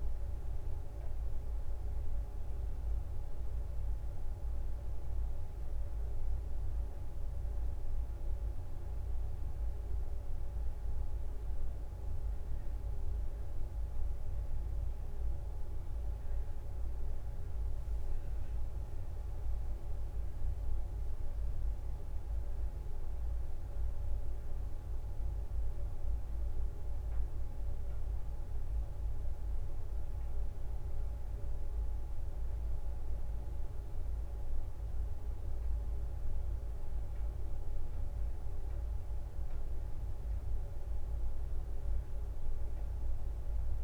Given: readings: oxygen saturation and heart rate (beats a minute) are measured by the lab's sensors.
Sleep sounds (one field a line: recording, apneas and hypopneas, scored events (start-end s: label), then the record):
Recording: a person awake in a sleep study, hard to hear, by a room microphone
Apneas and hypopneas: none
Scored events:
40.50-43.84 s: leg movement (device-marked)
From the record:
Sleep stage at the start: awake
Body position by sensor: on the right side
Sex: female